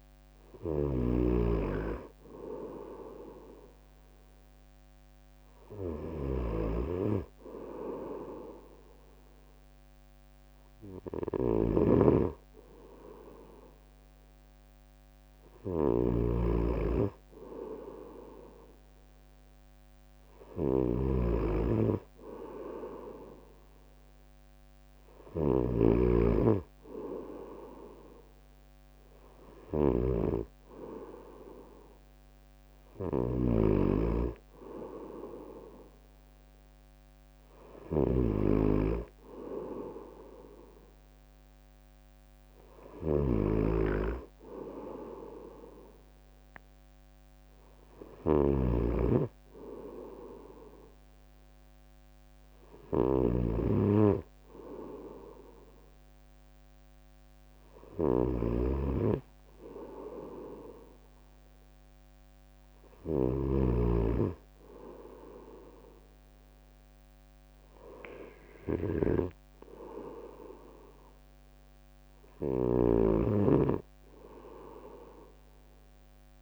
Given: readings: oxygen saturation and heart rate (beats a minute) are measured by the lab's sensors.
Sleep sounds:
breathing in sleep by a microphone on the trachea; none
none scored
From the record:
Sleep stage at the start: N2 (light sleep); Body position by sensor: on the right side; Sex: male

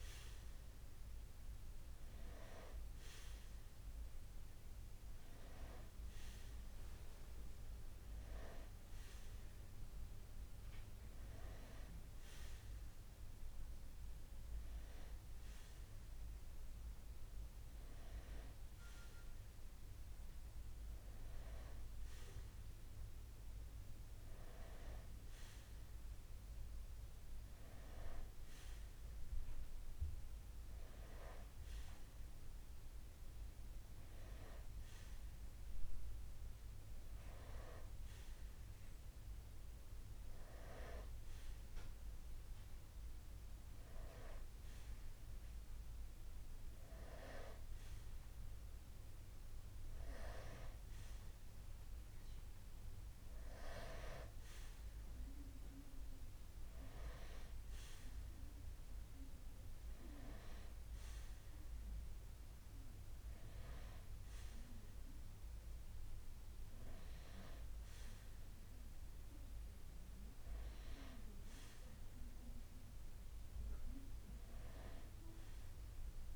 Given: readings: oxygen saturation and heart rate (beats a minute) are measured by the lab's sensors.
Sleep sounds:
breathing in sleep by a room microphone; none
none scored
From the record:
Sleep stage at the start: N1 (lightest sleep); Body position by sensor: on the right side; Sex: male

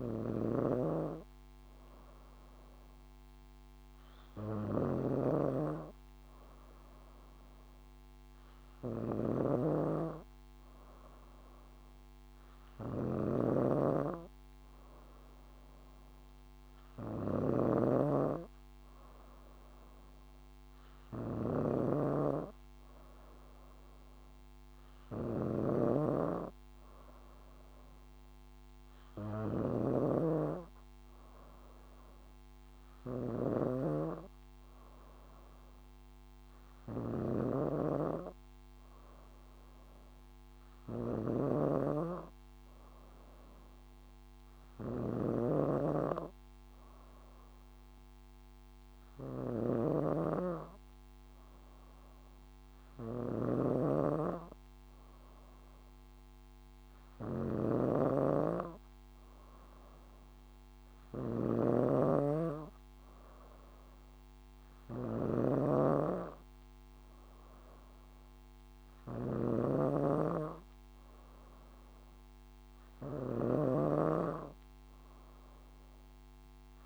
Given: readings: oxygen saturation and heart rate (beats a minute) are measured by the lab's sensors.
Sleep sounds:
breathing in sleep by a microphone on the trachea; none
0.00-76.86 s: snoring (device-marked)
6.50-76.86 s: new sleep stage, N3 (deep sleep)
From the record:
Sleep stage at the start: N2 (light sleep); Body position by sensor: on the back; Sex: female

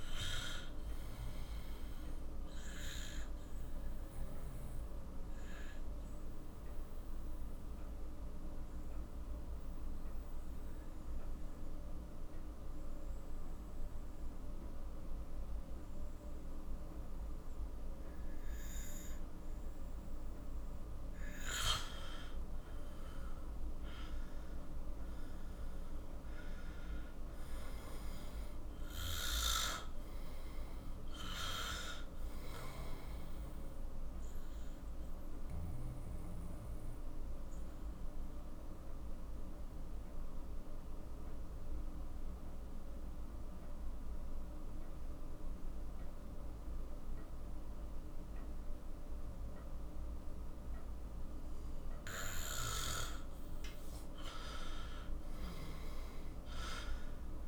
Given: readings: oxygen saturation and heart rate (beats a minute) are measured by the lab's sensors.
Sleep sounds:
breathing in sleep by a room microphone; 2
0.00-13.50 s: oxygen desaturation (device-marked, oxygen 91% lowest, heart rate 44 extreme)
3.00-20.50 s: obstructive apnea (oxygen 97% before, 91% lowest, heart rate 56 before, 44 extreme, up 12 after)
21.50-26.00 s: arousal
26.50-43.50 s: oxygen desaturation (device-marked, oxygen 97% before, 91% lowest, heart rate 48 before, 44 extreme)
34.50-53.00 s: obstructive apnea (oxygen 97% before, 91% lowest, heart rate 53 before, 43 extreme, up 12 after)
54.00-57.48 s: arousal
From the record:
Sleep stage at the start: N2 (light sleep); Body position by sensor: on the back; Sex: male

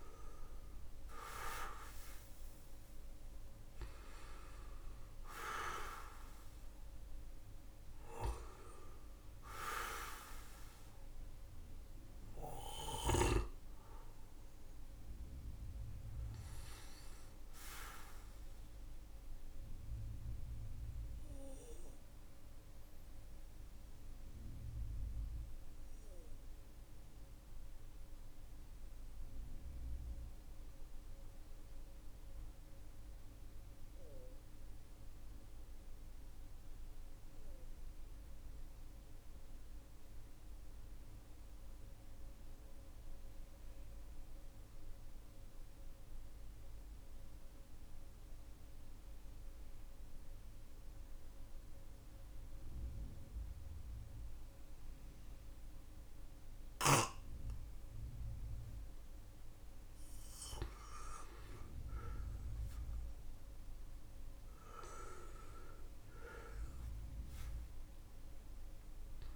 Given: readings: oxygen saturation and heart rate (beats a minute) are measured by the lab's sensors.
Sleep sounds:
breathing in sleep by a room microphone; 1
0.00-40.00 s: oxygen desaturation (device-marked, oxygen 92% lowest, heart rate 43 extreme)
18.00-58.00 s: obstructive apnea (oxygen 98% before, 91% lowest, heart rate 49 before, 41 extreme, up 12 after)
54.00-69.36 s: oxygen desaturation (device-marked, oxygen 99% before, 94% lowest, heart rate 50 before, 41 extreme)
59.50-66.00 s: arousal
From the record:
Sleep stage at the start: N2 (light sleep); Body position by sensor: on the back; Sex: male

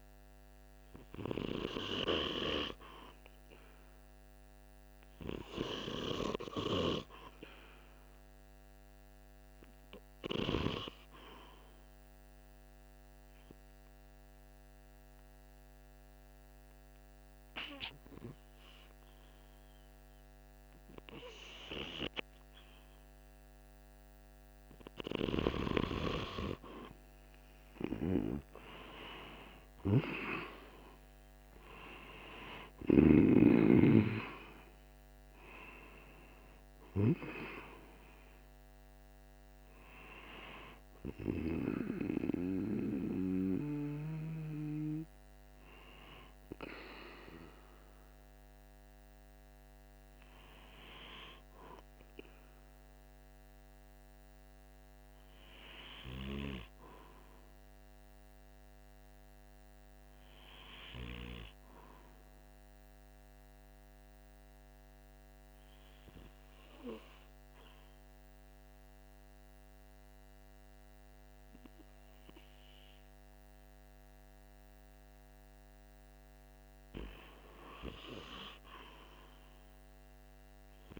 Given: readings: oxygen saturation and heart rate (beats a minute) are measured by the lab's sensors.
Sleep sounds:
breathing in sleep by a microphone on the trachea; 2
12.50-23.50 s: obstructive apnea (oxygen 97% before, 93% lowest, heart rate 47 before, 44 extreme, up 5 after)
25.50-30.50 s: arousal
60.50-75.50 s: obstructive apnea (oxygen 97% before, 94% lowest, heart rate 47 before, 45 extreme, up 0 after)
77.00-81.00 s: arousal
From the record:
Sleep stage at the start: N2 (light sleep); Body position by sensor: on the right side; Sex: male

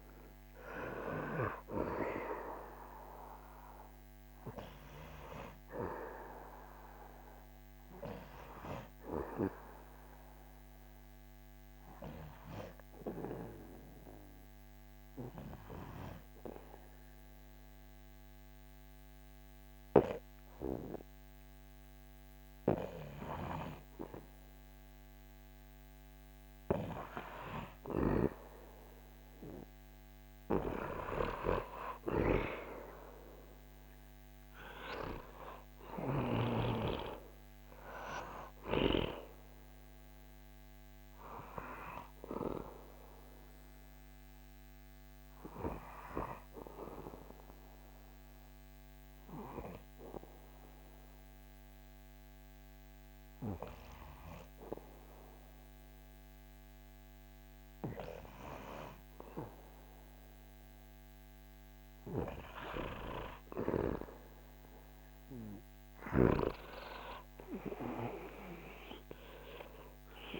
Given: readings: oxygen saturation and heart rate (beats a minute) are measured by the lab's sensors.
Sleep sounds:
breathing in sleep by a microphone on the trachea; 2
11.00-25.00 s: obstructive apnea (oxygen 97% before, 95% lowest, heart rate 79 before, 68 extreme, up 3 after)
27.00-30.50 s: arousal
44.00-60.00 s: obstructive apnea (oxygen 98% before, 95% lowest, heart rate 77 before, 70 extreme, up 8 after)
61.00-66.00 s: arousal
From the record:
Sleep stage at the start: N2 (light sleep); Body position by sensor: on the back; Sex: male

